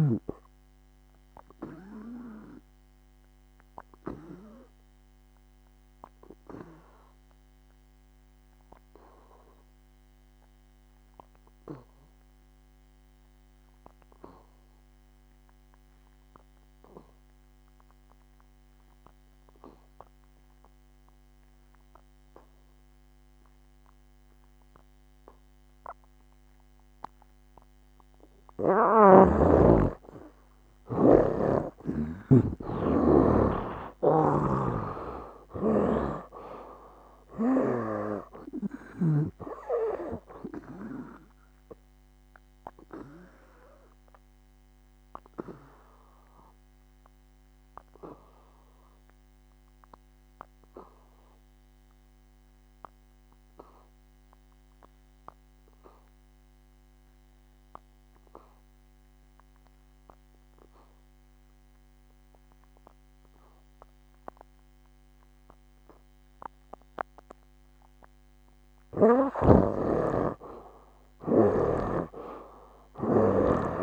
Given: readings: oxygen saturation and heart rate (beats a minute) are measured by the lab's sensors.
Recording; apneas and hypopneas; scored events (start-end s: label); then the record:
breathing in sleep by a microphone on the trachea; 2
0.00-24.50 s: oxygen desaturation (device-marked, oxygen 76% lowest, heart rate 58 extreme)
2.00-29.00 s: obstructive apnea (oxygen 97% before, 72% lowest, heart rate 65 before, 58 extreme, up 14 after)
26.50-46.50 s: oxygen desaturation (device-marked, oxygen 95% before, 85% lowest, heart rate 60 before, 57 extreme)
29.00-39.50 s: snoring (device-marked)
34.00-39.00 s: arousal
42.00-69.00 s: obstructive apnea (oxygen 95% before, 72% lowest, heart rate 66 before, 57 extreme, up 16 after)
52.50-65.50 s: oxygen desaturation (device-marked, oxygen 86% before, 72% lowest, heart rate 73 before, 57 extreme)
69.50-73.83 s: snoring (device-marked)
71.50-73.83 s: oxygen desaturation (device-marked, oxygen 96% before, 76% lowest, heart rate 60 before, 59 extreme)
From the record:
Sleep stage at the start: N2 (light sleep); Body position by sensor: on the back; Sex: male